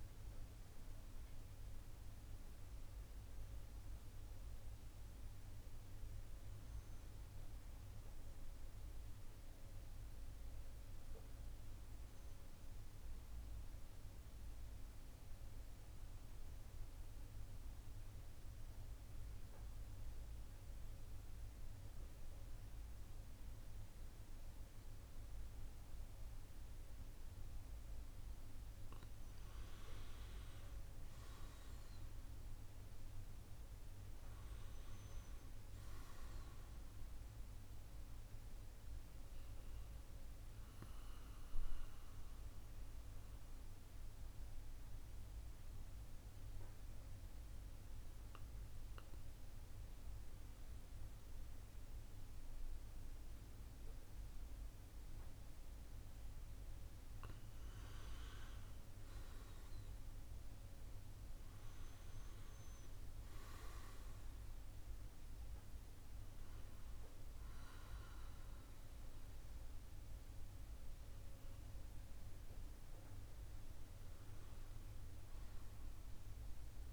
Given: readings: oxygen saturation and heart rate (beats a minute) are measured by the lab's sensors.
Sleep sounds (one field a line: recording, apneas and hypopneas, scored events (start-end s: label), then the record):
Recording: breathing in sleep, hard to hear, by a room microphone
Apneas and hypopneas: 2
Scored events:
0.00-3.50 s: oxygen desaturation (device-marked, oxygen 93% lowest, heart rate 63 extreme)
11.00-13.00 s: arousal
14.00-28.00 s: central apnea (oxygen 100% before, 94% lowest, heart rate 111 before, 65 extreme, up 50 after)
29.50-52.50 s: oxygen desaturation (device-marked, oxygen 98% before, 94% lowest, heart rate 96 before, 73 extreme)
30.00-33.50 s: arousal
37.00-57.00 s: central apnea (oxygen 100% before, 94% lowest, heart rate 90 before, 77 extreme, up 53 after)
40.50-76.93 s: new sleep stage, N2 (light sleep)
58.50-62.00 s: arousal
64.50-76.93 s: oxygen desaturation (device-marked, oxygen 98% before, 94% lowest, heart rate 129 before, 93 extreme)
From the record:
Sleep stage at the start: N1 (lightest sleep)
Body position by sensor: on the back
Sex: male